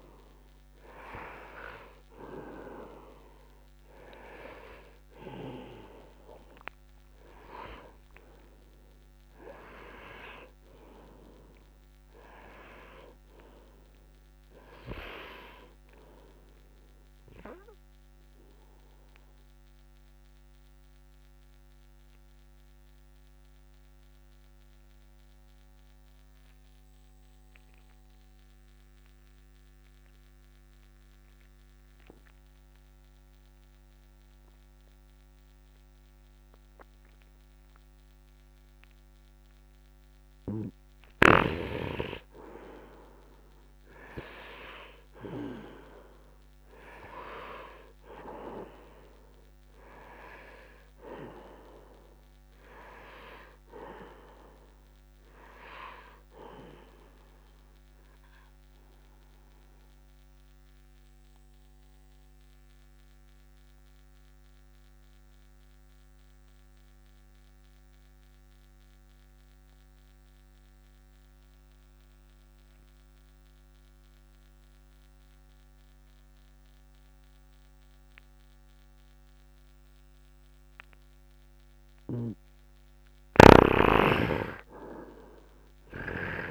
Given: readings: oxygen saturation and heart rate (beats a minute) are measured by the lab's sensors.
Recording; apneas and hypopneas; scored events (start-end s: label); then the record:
breathing in sleep by a microphone on the trachea; 2
0.00-1.00 s: arousal
0.00-25.50 s: oxygen desaturation (device-marked, oxygen 80% lowest, heart rate 61 extreme)
18.50-40.50 s: obstructive apnea (oxygen 99% before, 80% lowest, heart rate 68 before, 64 extreme, up 0 after)
37.50-70.50 s: oxygen desaturation (device-marked, oxygen 99% before, 84% lowest, heart rate 72 before, 61 extreme)
42.50-46.00 s: arousal
59.50-81.50 s: obstructive apnea (oxygen 99% before, 80% lowest, heart rate 68 before, 61 extreme)
82.50-86.50 s: oxygen desaturation (device-marked, oxygen 99% before, 80% lowest, heart rate 68 before, 60 extreme)
84.50-86.50 s: arousal
From the record:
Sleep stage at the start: N2 (light sleep); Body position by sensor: upright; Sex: male